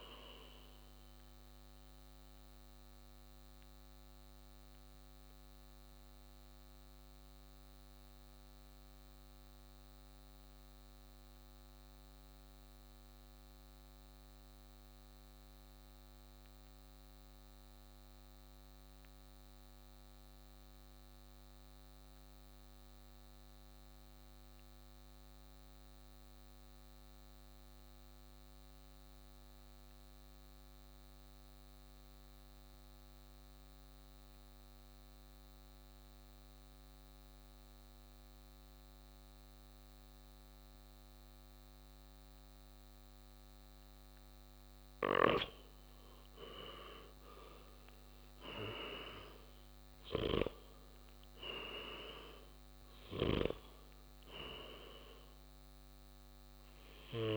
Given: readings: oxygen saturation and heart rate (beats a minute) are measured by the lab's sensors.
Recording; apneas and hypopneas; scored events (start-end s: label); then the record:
breathing in sleep by a microphone on the trachea; 1
0.00-17.50 s: oxygen desaturation (device-marked, oxygen 84% lowest, heart rate 54 extreme)
1.00-45.50 s: mixed apnea (oxygen 97% before, 84% lowest, heart rate 62 before, 54 extreme, up 8 after)
36.50-57.36 s: oxygen desaturation (device-marked, oxygen 97% before, 85% lowest, heart rate 58 before, 55 extreme)
45.00-57.36 s: snoring (device-marked)
48.00-51.00 s: arousal
From the record:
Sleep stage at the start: N2 (light sleep); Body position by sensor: on the right side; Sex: male